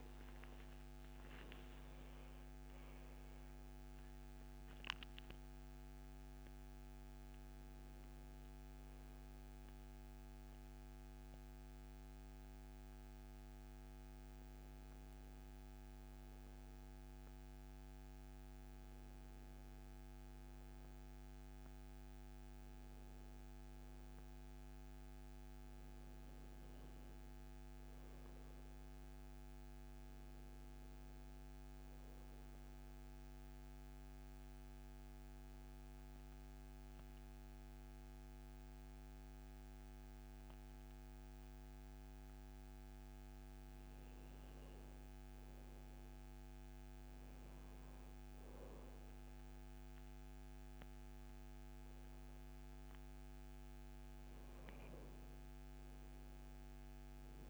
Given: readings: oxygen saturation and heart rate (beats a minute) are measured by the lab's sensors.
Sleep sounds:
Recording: a person partly awake in a sleep study, hard to hear, by a microphone on the trachea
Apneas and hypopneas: 1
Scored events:
3.00-57.50 s: new sleep stage, N1 (lightest sleep)
32.00-43.50 s: mixed apnea (oxygen 96% before, 87% lowest, heart rate 72 before, 66 extreme, up 5 after)
46.50-50.00 s: arousal
50.00-57.50 s: oxygen desaturation (device-marked, oxygen 95% before, 90% lowest, heart rate 68 before, 68 extreme)
From the record:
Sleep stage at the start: awake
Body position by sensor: on the back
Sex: male

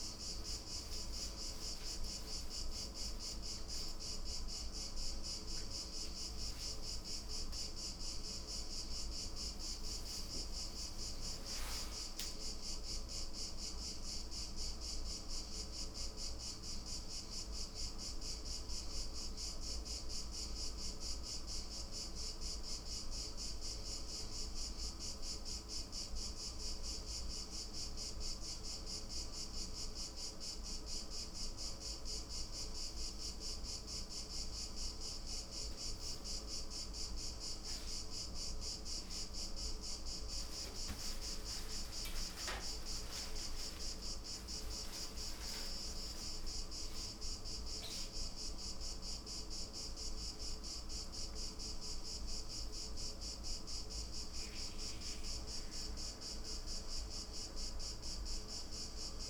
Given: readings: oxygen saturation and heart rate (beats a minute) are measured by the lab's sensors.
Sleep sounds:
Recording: a person awake in a sleep study, hard to hear, by a room microphone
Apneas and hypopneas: none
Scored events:
none scored
From the record:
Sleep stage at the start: awake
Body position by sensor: upright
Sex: female

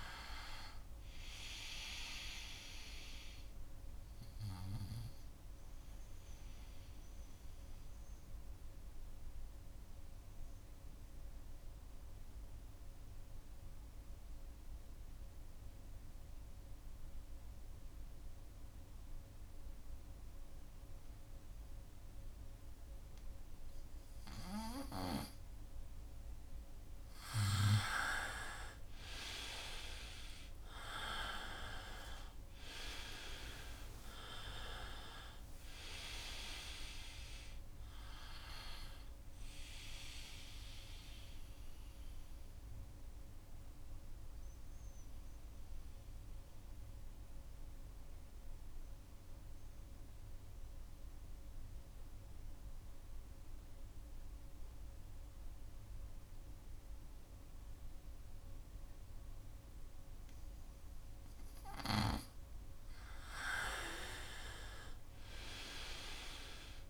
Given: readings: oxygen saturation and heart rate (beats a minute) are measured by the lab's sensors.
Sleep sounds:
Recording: breathing in sleep by a room microphone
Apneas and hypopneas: 2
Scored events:
0.00-20.50 s: oxygen desaturation (device-marked, oxygen 89% lowest, heart rate 64 extreme)
4.50-25.00 s: obstructive apnea (oxygen 98% before, 89% lowest, heart rate 69 before, 62 extreme, up 19 after)
28.00-33.00 s: arousal
31.50-33.50 s: long interval between heartbeats (device-marked, heart rate 68 before, 73 extreme)
38.50-56.50 s: oxygen desaturation (device-marked, oxygen 95% before, 89% lowest, heart rate 74 before, 62 extreme)
40.00-61.50 s: obstructive apnea (oxygen 99% before, 89% lowest, heart rate 75 before, 62 extreme, up 2 after)
62.50-66.90 s: oxygen desaturation (device-marked, oxygen 99% before, 91% lowest, heart rate 66 before, 63 extreme)
63.00-66.90 s: arousal
From the record:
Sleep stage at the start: N2 (light sleep)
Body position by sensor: on the right side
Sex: male

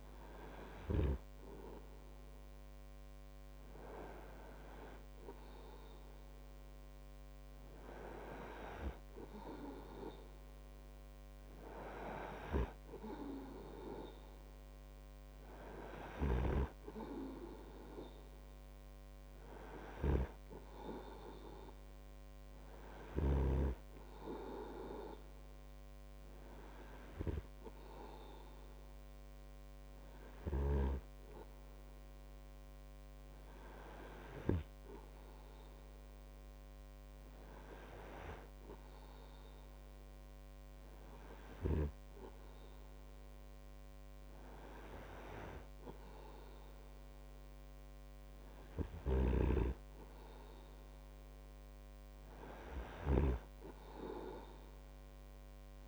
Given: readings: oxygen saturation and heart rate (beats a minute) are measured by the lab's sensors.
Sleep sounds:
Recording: breathing in sleep by a microphone on the trachea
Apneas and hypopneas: none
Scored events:
49.50-53.50 s: snoring (device-marked)
From the record:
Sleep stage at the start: N2 (light sleep)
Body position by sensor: on the right side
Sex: male

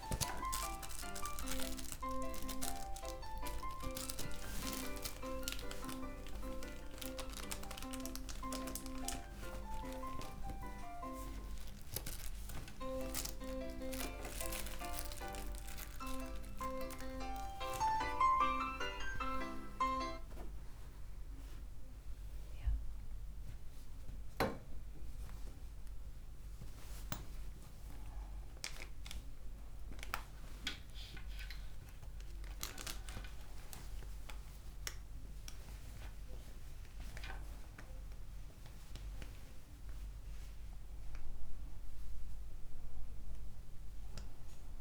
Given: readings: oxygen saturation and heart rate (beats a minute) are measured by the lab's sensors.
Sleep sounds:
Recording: a person awake in a sleep study, by a room microphone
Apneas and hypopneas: none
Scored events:
none scored
From the record:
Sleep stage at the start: awake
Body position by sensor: on the right side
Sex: female

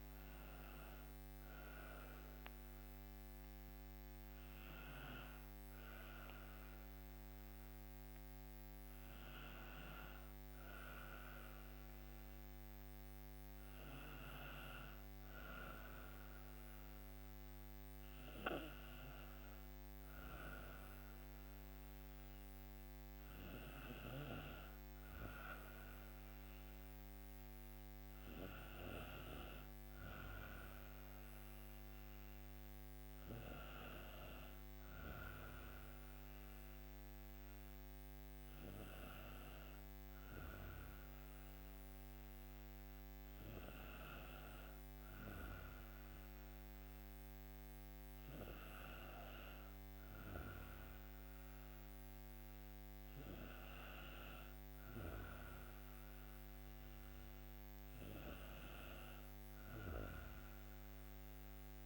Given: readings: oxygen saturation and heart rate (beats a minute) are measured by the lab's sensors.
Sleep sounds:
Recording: breathing in sleep by a microphone on the trachea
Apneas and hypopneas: none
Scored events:
none scored
From the record:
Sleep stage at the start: N2 (light sleep)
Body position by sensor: on the right side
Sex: female

